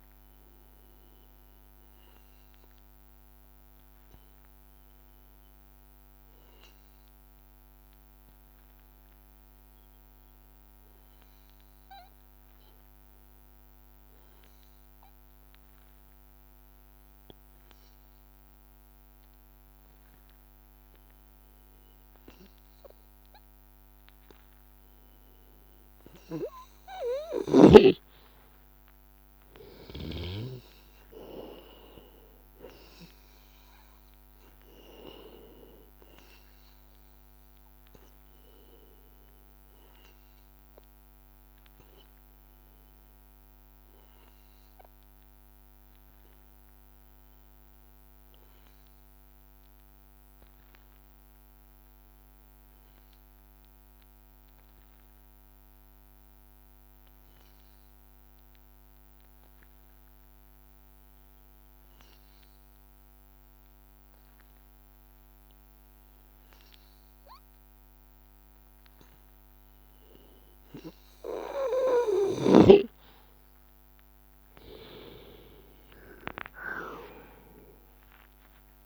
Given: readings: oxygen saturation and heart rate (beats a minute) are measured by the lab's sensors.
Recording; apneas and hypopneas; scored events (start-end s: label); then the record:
breathing in sleep by a microphone on the trachea; 2
0.00-6.50 s: oxygen desaturation (device-marked, oxygen 93% lowest, heart rate 81 extreme)
3.50-23.50 s: hypopnea (oxygen 96% before, 90% lowest, heart rate 83 before, 82 extreme, up 1 after)
25.50-49.50 s: oxygen desaturation (device-marked, oxygen 97% before, 92% lowest, heart rate 83 before, 82 extreme)
28.00-33.50 s: arousal
52.50-71.00 s: hypopnea (oxygen 98% before, 89% lowest, heart rate 84 before, 82 extreme, up 2 after)
63.50-78.86 s: oxygen desaturation (device-marked, oxygen 98% before, 89% lowest, heart rate 83 before, 82 extreme)
76.50-78.86 s: arousal
From the record:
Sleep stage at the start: N2 (light sleep); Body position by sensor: on the back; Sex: male